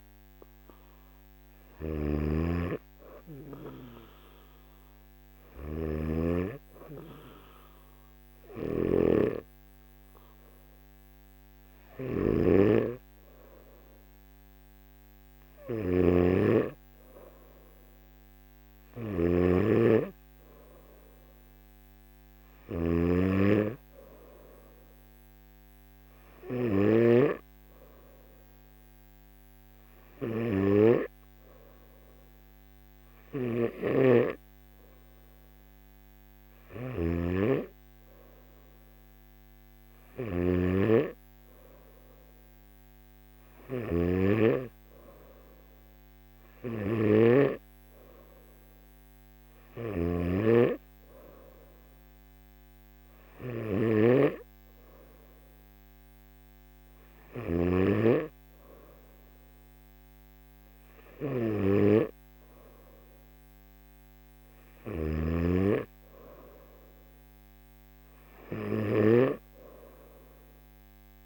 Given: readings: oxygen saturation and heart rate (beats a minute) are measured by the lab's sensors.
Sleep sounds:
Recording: breathing in sleep by a microphone on the trachea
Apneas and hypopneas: none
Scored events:
0.00-6.00 s: snoring (device-marked)
8.00-26.50 s: snoring (device-marked)
33.50-57.50 s: snoring (device-marked)
64.50-69.00 s: snoring (device-marked)
From the record:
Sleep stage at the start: N3 (deep sleep)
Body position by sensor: on the back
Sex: male

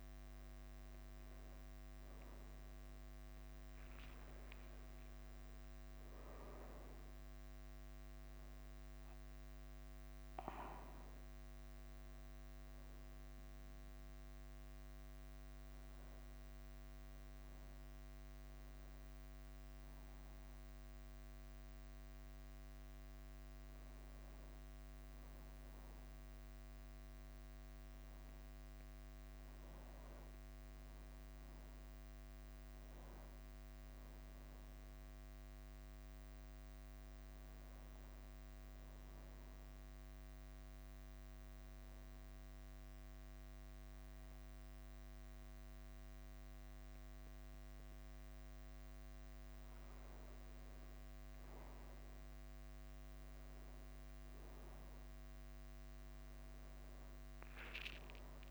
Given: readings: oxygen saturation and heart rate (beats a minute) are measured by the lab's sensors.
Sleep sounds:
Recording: breathing in sleep, hard to hear, by a microphone on the trachea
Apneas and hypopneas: 1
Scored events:
0.00-58.50 s: bradycardia (device-marked, heart rate 35 extreme)
13.00-15.00 s: long interval between heartbeats (device-marked, heart rate 51 before, 49 extreme)
30.50-35.00 s: arousal
32.50-34.50 s: long interval between heartbeats (device-marked, heart rate 47 before, 52 extreme)
38.00-40.00 s: long interval between heartbeats (device-marked, heart rate 49 before, 55 extreme)
40.00-50.00 s: obstructive apnea (oxygen 98% before, 96% lowest, heart rate 51 before, 48 extreme, up 6 after)
52.00-56.00 s: arousal
54.50-58.50 s: new sleep stage, N2 (light sleep)
From the record:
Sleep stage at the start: N1 (lightest sleep)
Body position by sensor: on the back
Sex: male

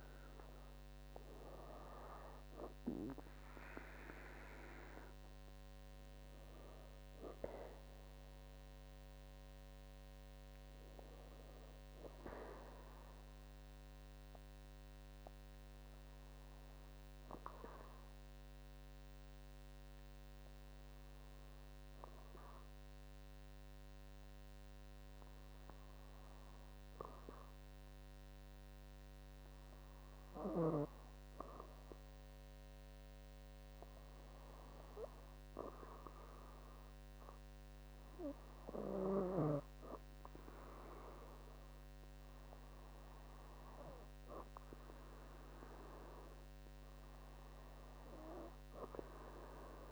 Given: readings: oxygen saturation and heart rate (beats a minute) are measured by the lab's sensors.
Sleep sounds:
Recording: breathing in sleep by a microphone on the trachea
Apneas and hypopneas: 1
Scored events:
15.00-30.00 s: obstructive apnea (oxygen 97% before, 94% lowest, heart rate 69 before, 63 extreme, up 7 after)
32.50-35.50 s: arousal
From the record:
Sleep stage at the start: N2 (light sleep)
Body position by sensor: on the back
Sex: female

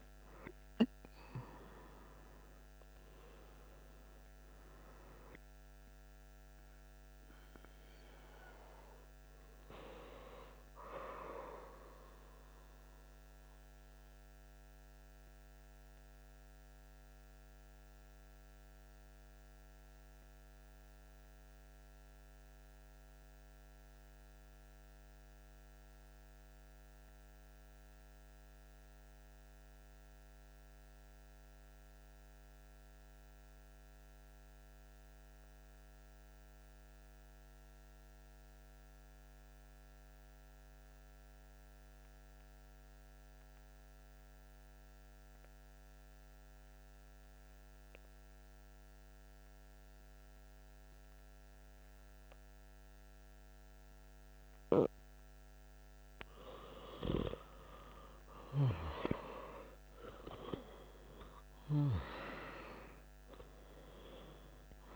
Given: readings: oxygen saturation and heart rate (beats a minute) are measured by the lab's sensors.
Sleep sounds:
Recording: breathing in sleep by a microphone on the trachea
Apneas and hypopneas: 1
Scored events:
0.00-13.00 s: oxygen desaturation (device-marked, oxygen 87% lowest)
11.50-55.00 s: mixed apnea (oxygen 92% before, 90% lowest)
45.00-64.96 s: oxygen desaturation (device-marked, oxygen 98% before, 90% lowest)
56.50-61.50 s: arousal
From the record:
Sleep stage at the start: N2 (light sleep)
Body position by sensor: on the back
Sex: male

